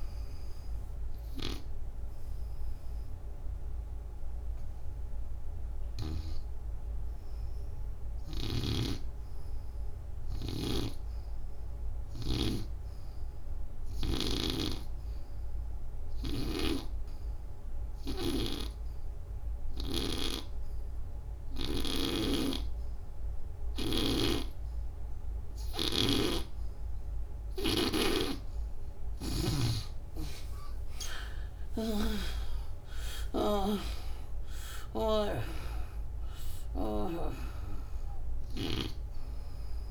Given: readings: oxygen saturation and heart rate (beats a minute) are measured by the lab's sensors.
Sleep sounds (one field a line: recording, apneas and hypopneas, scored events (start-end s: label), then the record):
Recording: breathing in sleep by a room microphone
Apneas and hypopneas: 1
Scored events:
0.00-7.50 s: oxygen desaturation (device-marked, oxygen 77% lowest, heart rate 67 extreme)
1.00-27.00 s: hypopnea (oxygen 98% before, 77% lowest, heart rate 82 before, 65 extreme, up 26 after)
20.50-39.90 s: oxygen desaturation (device-marked, oxygen 98% before, 78% lowest, heart rate 74 before, 62 extreme)
25.50-29.50 s: snoring (device-marked)
30.50-35.50 s: arousal
From the record:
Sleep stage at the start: N2 (light sleep)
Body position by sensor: on the back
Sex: female